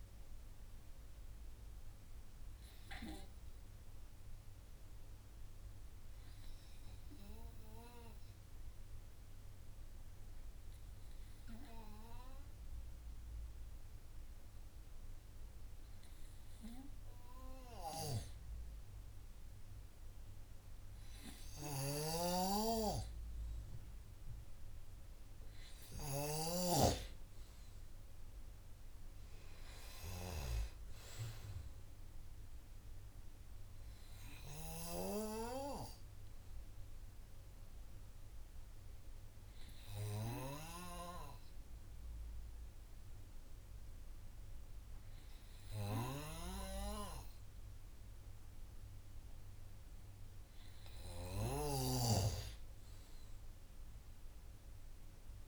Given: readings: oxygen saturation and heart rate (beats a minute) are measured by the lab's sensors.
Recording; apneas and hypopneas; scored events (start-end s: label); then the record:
breathing in sleep by a room microphone; 1
1.50-17.50 s: hypopnea (oxygen 99% before, 95% lowest, heart rate 70 before, 61 extreme, up 16 after)
19.50-23.50 s: arousal
21.50-26.50 s: snoring (device-marked)
51.50-55.48 s: snoring (device-marked)
From the record:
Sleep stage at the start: N2 (light sleep); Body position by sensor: on the right side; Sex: male